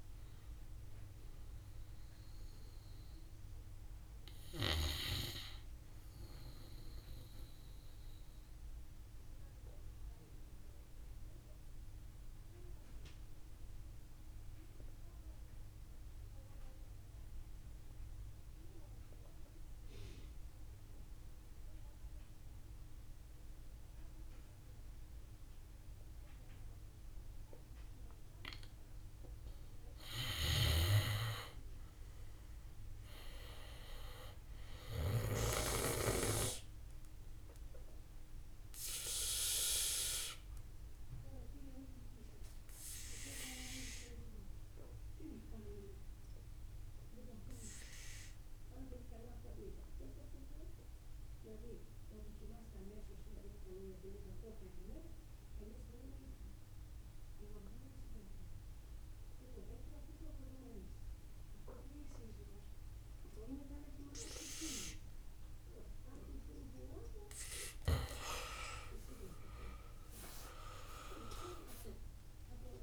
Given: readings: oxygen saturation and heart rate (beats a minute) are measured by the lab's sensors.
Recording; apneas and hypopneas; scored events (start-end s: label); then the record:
breathing in sleep by a room microphone; 2
0.00-4.00 s: oxygen desaturation (device-marked, oxygen 82% lowest, heart rate 48 extreme)
6.50-27.50 s: obstructive apnea (oxygen 91% before, 83% lowest, heart rate 61 before, 50 extreme, up 11 after)
22.00-53.00 s: oxygen desaturation (device-marked, oxygen 98% before, 84% lowest, heart rate 54 before, 51 extreme)
30.00-35.00 s: snoring (device-marked)
30.50-33.50 s: arousal
37.50-65.50 s: obstructive apnea (oxygen 98% before, 83% lowest, heart rate 60 before, 49 extreme, up 22 after)
66.00-72.83 s: oxygen desaturation (device-marked, oxygen 95% before, 83% lowest, heart rate 56 before, 49 extreme)
69.50-72.00 s: arousal
From the record:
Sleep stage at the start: N2 (light sleep); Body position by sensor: on the back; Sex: male